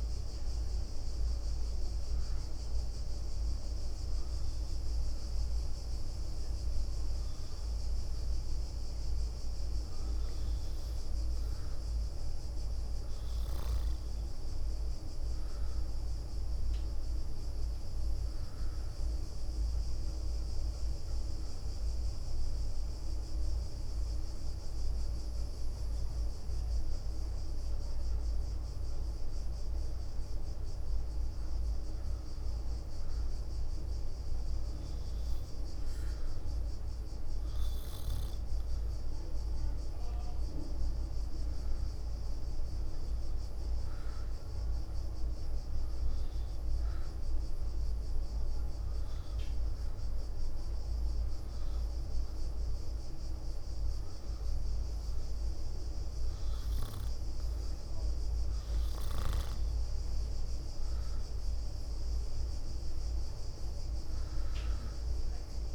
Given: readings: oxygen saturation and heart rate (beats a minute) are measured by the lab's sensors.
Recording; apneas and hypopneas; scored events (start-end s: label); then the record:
breathing in sleep, hard to hear, by a room microphone; 3
1.00-12.00 s: obstructive apnea (oxygen 93% before, 89% lowest, heart rate 74 before, 68 extreme, up 8 after)
12.00-14.50 s: leg movement (device-marked)
14.50-18.50 s: arousal
18.50-24.00 s: leg movement (device-marked)
20.00-36.00 s: oxygen desaturation (device-marked, oxygen 93% before, 89% lowest, heart rate 72 before, 70 extreme)
22.50-33.50 s: obstructive apnea (oxygen 93% before, 89% lowest, heart rate 72 before, 70 extreme, up 4 after)
25.50-32.50 s: leg movement (device-marked)
39.00-42.50 s: arousal
47.00-58.00 s: obstructive apnea (oxygen 94% before, 89% lowest, heart rate 73 before, 68 extreme, up 8 after)
60.50-65.00 s: arousal
From the record:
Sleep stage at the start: N2 (light sleep); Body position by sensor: on the back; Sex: female